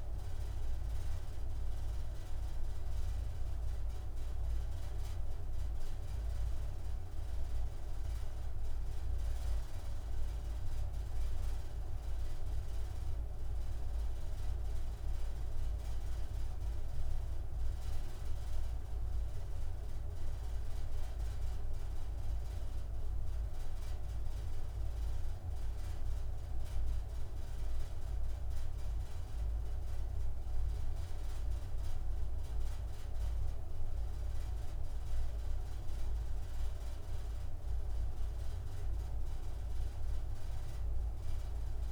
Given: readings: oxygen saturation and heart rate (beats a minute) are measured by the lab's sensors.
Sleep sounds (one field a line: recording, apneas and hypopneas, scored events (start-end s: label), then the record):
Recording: a person awake in a sleep study, hard to hear, by a room microphone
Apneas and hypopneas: none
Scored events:
none scored
From the record:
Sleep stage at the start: awake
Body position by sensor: on the right side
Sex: male